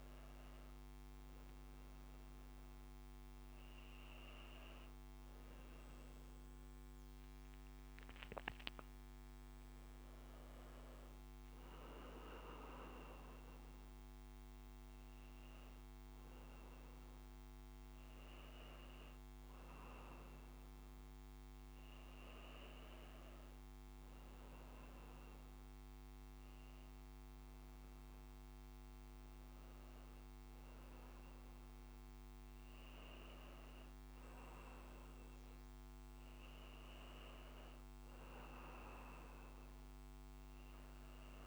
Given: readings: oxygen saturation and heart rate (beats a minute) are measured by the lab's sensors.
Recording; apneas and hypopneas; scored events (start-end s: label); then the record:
breathing in sleep, hard to hear, by a microphone on the trachea; none
none scored
From the record:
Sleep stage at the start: N1 (lightest sleep); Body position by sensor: on the back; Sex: male